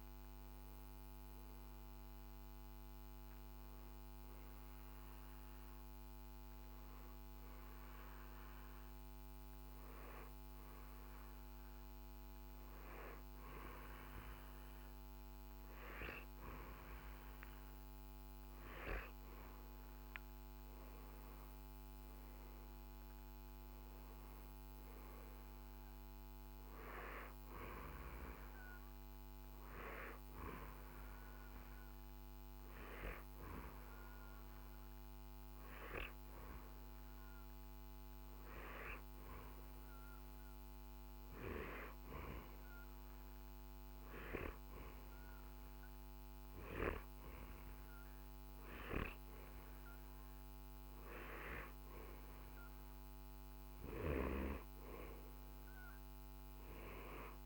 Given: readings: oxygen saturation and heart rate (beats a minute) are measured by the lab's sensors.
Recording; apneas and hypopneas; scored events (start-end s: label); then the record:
breathing in sleep by a microphone on the trachea; 2
0.00-1.50 s: oxygen desaturation (device-marked, oxygen 89% lowest, heart rate 57 extreme)
5.00-19.50 s: hypopnea (oxygen 97% before, 92% lowest, heart rate 70 before, 54 extreme, up 9 after)
22.50-26.50 s: arousal
33.50-51.00 s: hypopnea (oxygen 97% before, 92% lowest, heart rate 59 before, 55 extreme, up 8 after)
From the record:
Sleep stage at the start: N2 (light sleep); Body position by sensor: on the right side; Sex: male